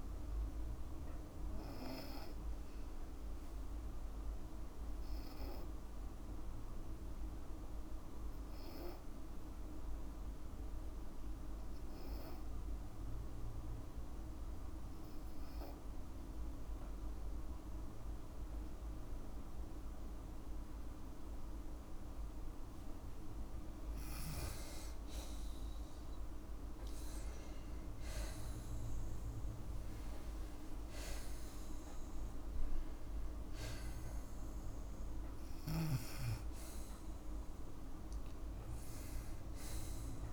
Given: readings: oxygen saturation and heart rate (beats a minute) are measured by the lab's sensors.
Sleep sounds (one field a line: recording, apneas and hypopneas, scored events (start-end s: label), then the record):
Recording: breathing in sleep, hard to hear, by a room microphone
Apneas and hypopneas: 1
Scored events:
2.50-21.00 s: obstructive apnea (oxygen 98% before, 92% lowest, heart rate 57 before, 52 extreme, up 6 after)
8.00-26.00 s: oxygen desaturation (device-marked, oxygen 98% before, 92% lowest, heart rate 57 before, 52 extreme)
30.00-34.00 s: arousal
From the record:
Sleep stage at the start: N2 (light sleep)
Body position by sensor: on the back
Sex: female